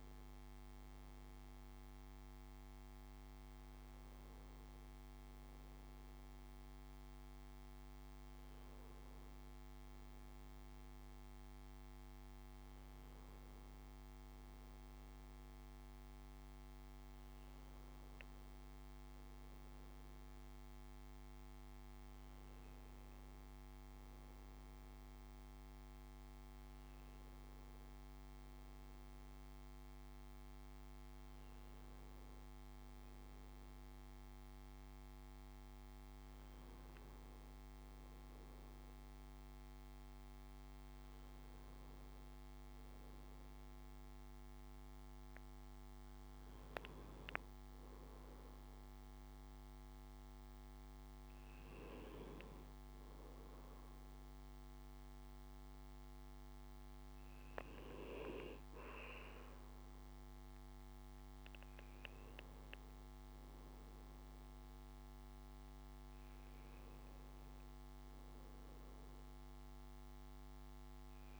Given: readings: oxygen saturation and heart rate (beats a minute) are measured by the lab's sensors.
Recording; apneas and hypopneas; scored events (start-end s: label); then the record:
breathing in sleep, hard to hear, by a microphone on the trachea; none
none scored
From the record:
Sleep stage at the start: N2 (light sleep); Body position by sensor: on the right side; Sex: male